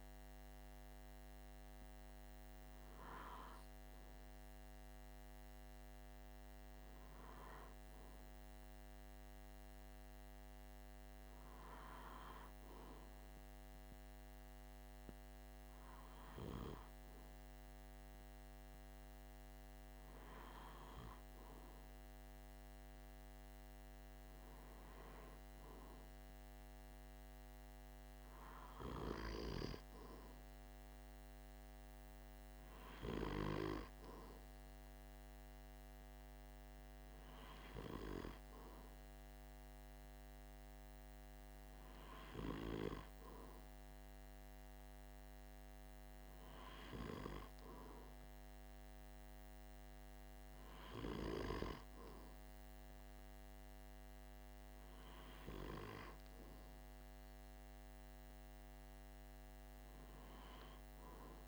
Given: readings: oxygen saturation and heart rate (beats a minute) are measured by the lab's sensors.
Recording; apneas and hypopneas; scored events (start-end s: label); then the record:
breathing in sleep by a microphone on the trachea; none
5.50-61.48 s: new sleep stage, N2 (light sleep)
From the record:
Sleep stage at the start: N1 (lightest sleep); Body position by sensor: on the back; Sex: male